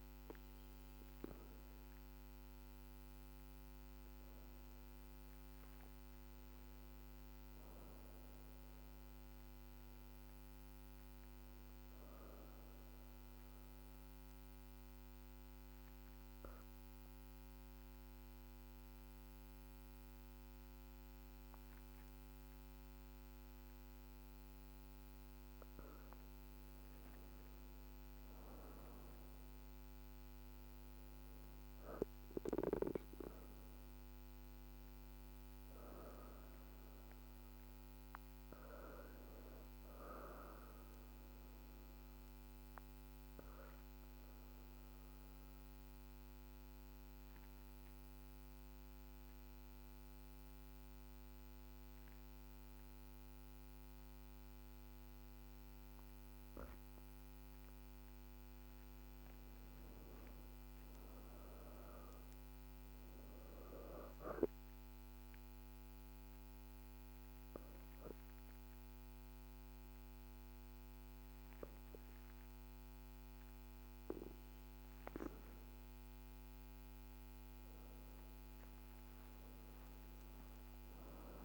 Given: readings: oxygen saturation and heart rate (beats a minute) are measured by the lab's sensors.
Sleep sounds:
breathing in sleep, hard to hear, by a microphone on the trachea; 3
0.00-7.00 s: oxygen desaturation (device-marked, oxygen 83% lowest, heart rate 49 extreme)
12.50-26.00 s: obstructive apnea (oxygen 99% before, 87% lowest, heart rate 55 before, 49 extreme, up 5 after)
28.00-32.50 s: arousal
29.00-50.00 s: oxygen desaturation (device-marked, oxygen 98% before, 88% lowest, heart rate 52 before, 49 extreme)
41.00-56.00 s: obstructive apnea (oxygen 99% before, 87% lowest, heart rate 52 before, 50 extreme, up 6 after)
57.00-61.00 s: arousal
59.00-81.45 s: oxygen desaturation (device-marked, oxygen 98% before, 87% lowest, heart rate 50 before, 49 extreme)
64.00-75.00 s: hypopnea (oxygen 98% before, 83% lowest, heart rate 52 before, 49 extreme, up 13 after)
78.00-81.45 s: arousal
From the record:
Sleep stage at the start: N2 (light sleep); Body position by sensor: on the back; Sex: female

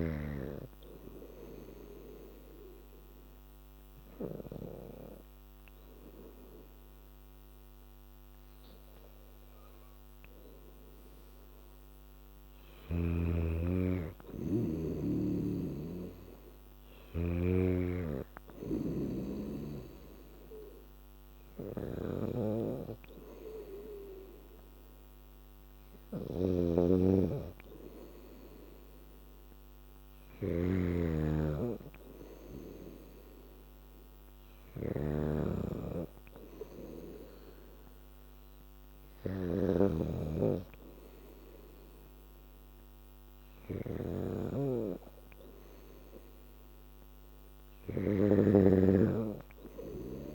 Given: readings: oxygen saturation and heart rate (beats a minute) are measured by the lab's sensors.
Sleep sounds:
breathing in sleep by a microphone on the trachea; 1
2.00-12.00 s: obstructive apnea (oxygen 98% before, 93% lowest, heart rate 85 before, 80 extreme, up 7 after)
13.50-17.00 s: arousal
16.50-26.50 s: oxygen desaturation (device-marked, oxygen 97% before, 93% lowest, heart rate 83 before, 84 extreme)
17.50-50.35 s: snoring (device-marked)
48.50-50.35 s: new sleep stage, N3 (deep sleep)
From the record:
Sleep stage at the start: N2 (light sleep); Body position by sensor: on the back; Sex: female

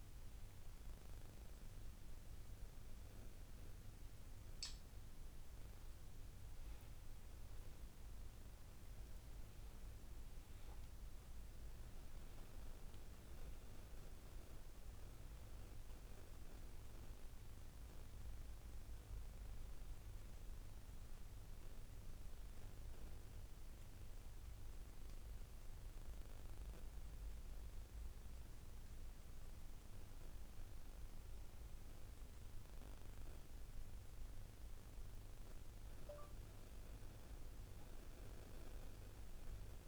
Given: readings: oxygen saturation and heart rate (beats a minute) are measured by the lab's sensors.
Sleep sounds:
a person awake in a sleep study, hard to hear, by a room microphone; none
none scored
From the record:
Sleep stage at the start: awake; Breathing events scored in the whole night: 185 in 4.1 hours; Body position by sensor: on the back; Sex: male

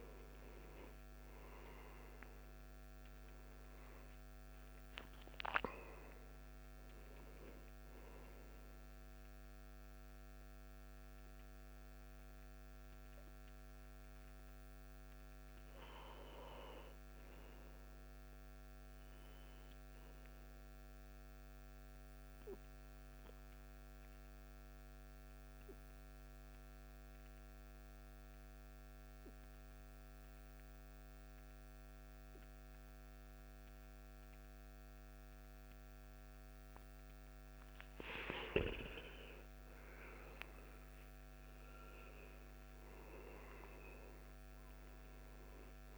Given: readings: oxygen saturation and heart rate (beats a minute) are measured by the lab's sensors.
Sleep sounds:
breathing in sleep by a microphone on the trachea; 1
0.00-18.00 s: oxygen desaturation (device-marked, oxygen 89% lowest, heart rate 58 extreme)
22.50-38.50 s: hypopnea (oxygen 97% before, 88% lowest, heart rate 66 before, 56 extreme, up 13 after)
39.00-42.50 s: arousal
42.00-45.98 s: oxygen desaturation (device-marked, oxygen 96% before, 90% lowest, heart rate 60 before, 55 extreme)
From the record:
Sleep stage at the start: N2 (light sleep); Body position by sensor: on the back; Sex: male

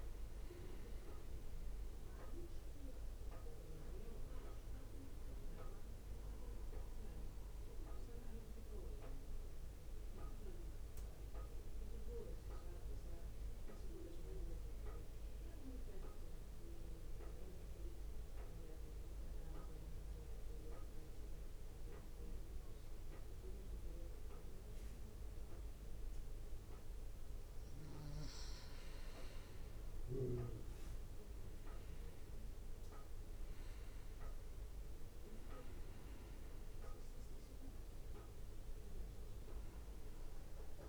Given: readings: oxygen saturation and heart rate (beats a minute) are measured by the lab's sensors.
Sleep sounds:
breathing in sleep, hard to hear, by a room microphone; 1
0.00-12.00 s: oxygen desaturation (device-marked, oxygen 91% lowest, heart rate 56 extreme)
0.00-15.00 s: drop in pulse transit time (device-marked, heart rate 56 extreme)
9.50-28.50 s: central apnea (oxygen 96% before, 91% lowest, heart rate 61 before, 55 extreme, up 2 after)
31.00-35.00 s: arousal
34.00-40.89 s: drop in pulse transit time (device-marked, heart rate 64 before, 55 extreme)
From the record:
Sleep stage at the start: N2 (light sleep); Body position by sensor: on the back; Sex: male

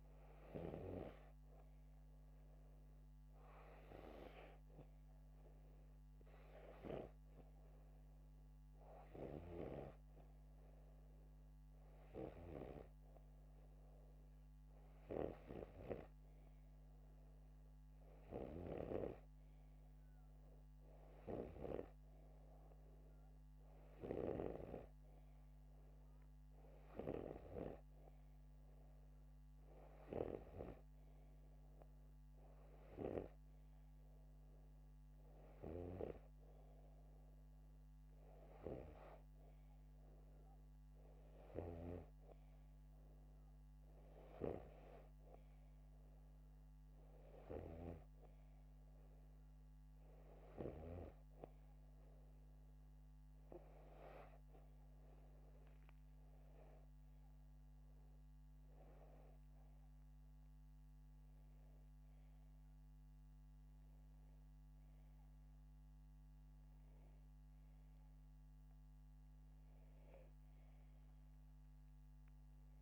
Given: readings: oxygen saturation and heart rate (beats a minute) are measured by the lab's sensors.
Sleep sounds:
breathing in sleep by a microphone on the trachea; none
none scored
From the record:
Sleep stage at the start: N2 (light sleep); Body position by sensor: upright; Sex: male

